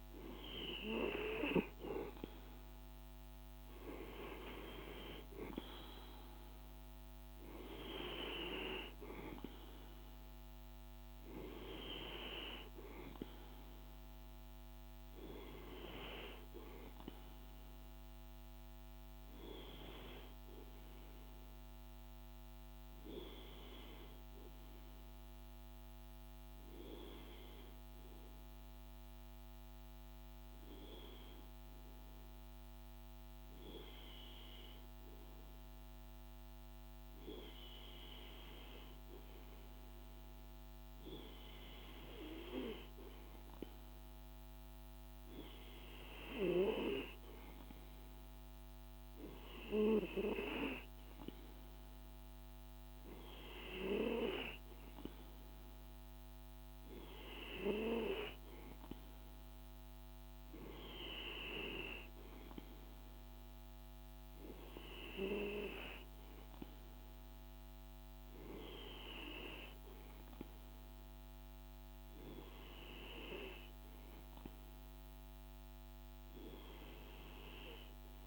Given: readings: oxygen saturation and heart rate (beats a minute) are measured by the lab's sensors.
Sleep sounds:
breathing in sleep by a microphone on the trachea; none
0.00-15.00 s: oxygen desaturation (device-marked, oxygen 93% lowest, heart rate 53 extreme)
42.00-63.00 s: oxygen desaturation (device-marked, oxygen 97% before, 93% lowest, heart rate 54 before, 52 extreme)
From the record:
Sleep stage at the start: N2 (light sleep); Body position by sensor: on the right side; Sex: male

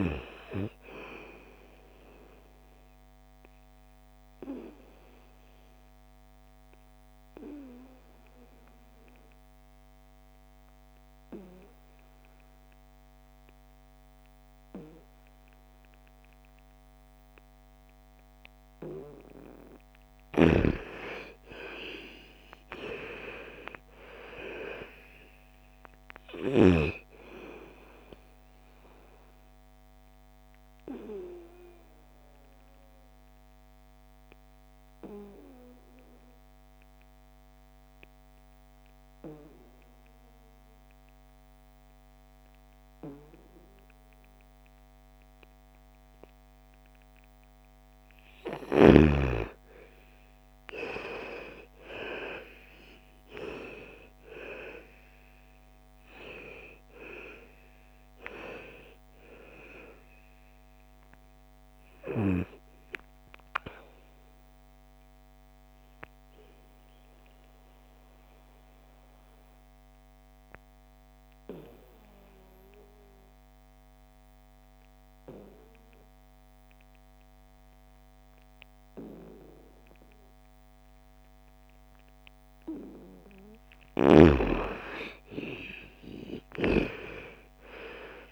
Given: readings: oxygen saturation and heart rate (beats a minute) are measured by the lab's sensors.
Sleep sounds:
breathing in sleep by a microphone on the trachea; 3
0.50-13.50 s: oxygen desaturation (device-marked, oxygen 98% before, 89% lowest, heart rate 59 before, 55 extreme)
3.00-18.50 s: obstructive apnea (oxygen 98% before, 85% lowest, heart rate 59 before, 55 extreme, up 9 after)
20.50-24.00 s: arousal
22.50-40.50 s: oxygen desaturation (device-marked, oxygen 98% before, 85% lowest, heart rate 59 before, 54 extreme)
29.50-48.00 s: obstructive apnea (oxygen 98% before, 82% lowest, heart rate 61 before, 54 extreme, up 15 after)
47.50-67.50 s: oxygen desaturation (device-marked, oxygen 99% before, 87% lowest, heart rate 59 before, 53 extreme)
49.00-52.50 s: arousal
67.50-83.00 s: obstructive apnea (oxygen 99% before, 82% lowest, heart rate 64 before, 53 extreme, up 14 after)
84.50-88.32 s: arousal
84.50-88.32 s: oxygen desaturation (device-marked, oxygen 99% before, 82% lowest, heart rate 57 before, 55 extreme)
From the record:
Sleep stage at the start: N2 (light sleep); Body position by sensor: on the back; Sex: female

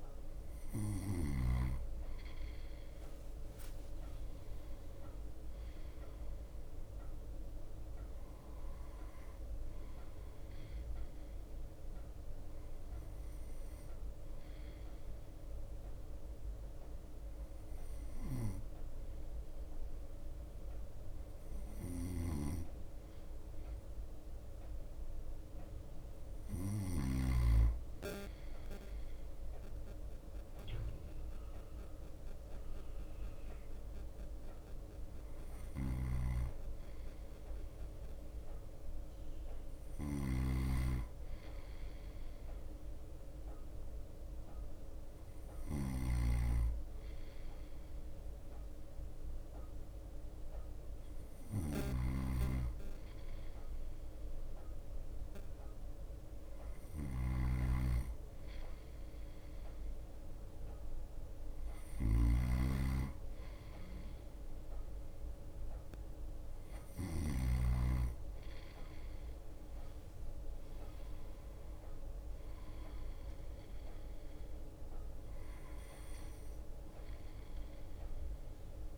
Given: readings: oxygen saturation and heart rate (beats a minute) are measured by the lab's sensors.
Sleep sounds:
breathing in sleep by a room microphone; none
0.00-2.00 s: snoring (device-marked)
0.00-78.98 s: bradycardia (device-marked, heart rate 55 extreme)
3.00-6.50 s: arousal
22.00-27.50 s: snoring (device-marked)
36.00-67.50 s: snoring (device-marked)
From the record:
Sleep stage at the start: N2 (light sleep); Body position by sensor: on the right side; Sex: male

